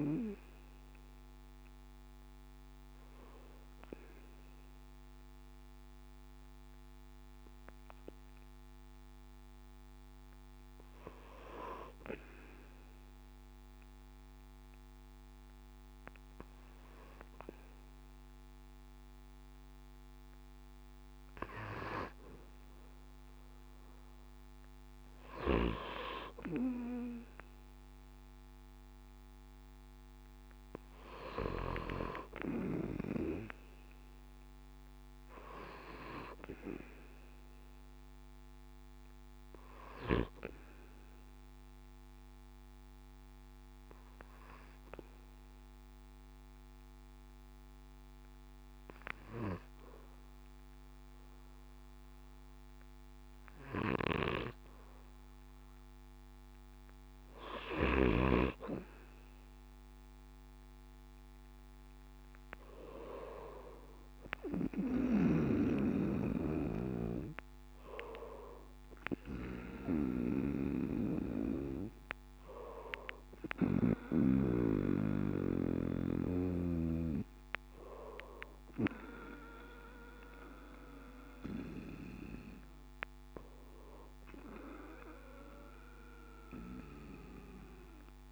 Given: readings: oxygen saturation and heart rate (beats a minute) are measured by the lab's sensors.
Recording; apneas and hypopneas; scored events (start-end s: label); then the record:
breathing in sleep by a microphone on the trachea; 2
12.00-24.00 s: hypopnea (oxygen 96% before, 95% lowest, heart rate 67 before, 64 extreme, up 6 after)
26.50-30.50 s: arousal
41.50-56.50 s: obstructive apnea (oxygen 98% before, 95% lowest, heart rate 68 before, 63 extreme, up 6 after)
59.50-63.50 s: arousal
From the record:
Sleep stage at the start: N2 (light sleep); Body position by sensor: on the back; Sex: male